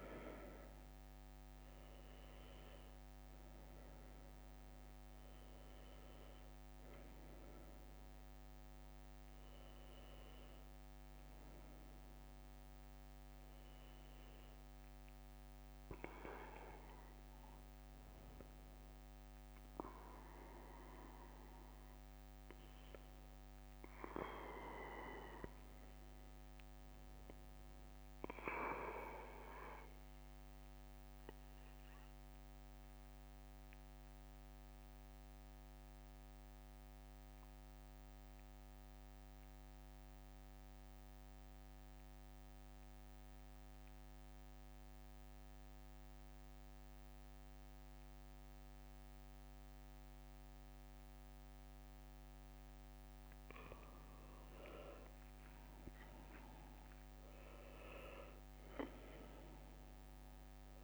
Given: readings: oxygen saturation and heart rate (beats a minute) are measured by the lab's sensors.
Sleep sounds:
breathing in sleep by a microphone on the trachea; 1
0.00-7.00 s: oxygen desaturation (device-marked, oxygen 86% lowest, heart rate 64 extreme)
21.50-25.00 s: arousal
28.50-52.00 s: obstructive apnea (oxygen 99% before, 93% lowest, heart rate 69 before, 64 extreme, up 7 after)
54.00-56.50 s: leg movement (device-marked)
54.00-60.84 s: oxygen desaturation (device-marked, oxygen 97% before, 93% lowest, heart rate 66 before, 65 extreme)
55.50-58.50 s: arousal
From the record:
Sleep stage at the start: N2 (light sleep); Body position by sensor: on the back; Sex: male

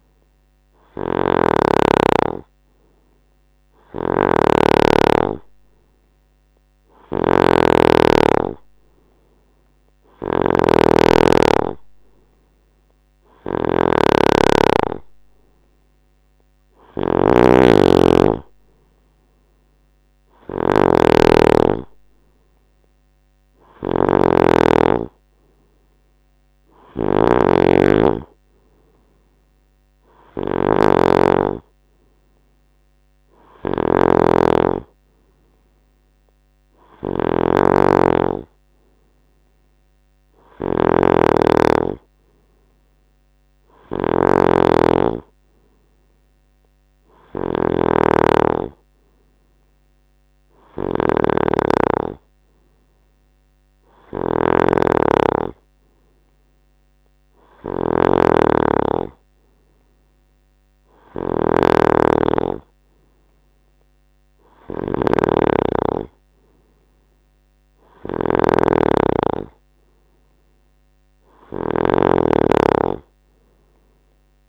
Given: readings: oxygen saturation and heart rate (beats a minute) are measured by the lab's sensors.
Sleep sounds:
breathing in sleep by a microphone on the trachea; none
0.00-74.48 s: snoring (device-marked)
From the record:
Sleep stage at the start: N2 (light sleep); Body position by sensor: on the right side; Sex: male

